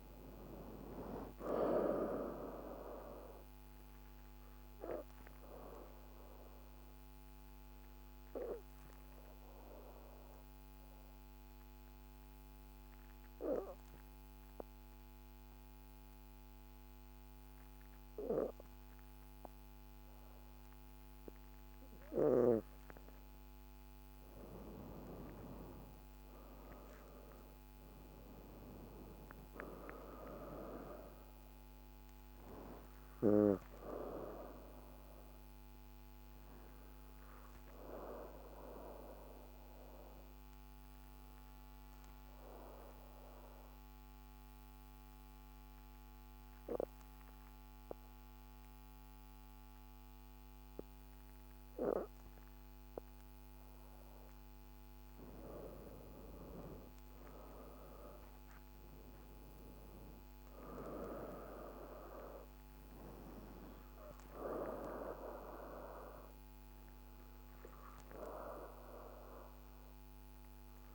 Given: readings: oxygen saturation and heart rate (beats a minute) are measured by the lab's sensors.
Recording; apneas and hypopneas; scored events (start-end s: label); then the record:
breathing in sleep by a microphone on the trachea; 2
0.50-17.50 s: oxygen desaturation (device-marked, oxygen 98% before, 85% lowest, heart rate 53 before, 52 extreme)
4.00-20.50 s: obstructive apnea (oxygen 98% before, 83% lowest, heart rate 54 before, 52 extreme, up 4 after)
22.50-26.50 s: arousal
29.50-47.50 s: oxygen desaturation (device-marked, oxygen 97% before, 83% lowest, heart rate 53 before, 52 extreme)
35.50-53.00 s: obstructive apnea (oxygen 97% before, 80% lowest, heart rate 55 before, 52 extreme, up 5 after)
55.00-59.00 s: arousal
58.50-70.95 s: oxygen desaturation (device-marked, oxygen 98% before, 86% lowest, heart rate 53 before, 52 extreme)
From the record:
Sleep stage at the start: N2 (light sleep); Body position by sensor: on the back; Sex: female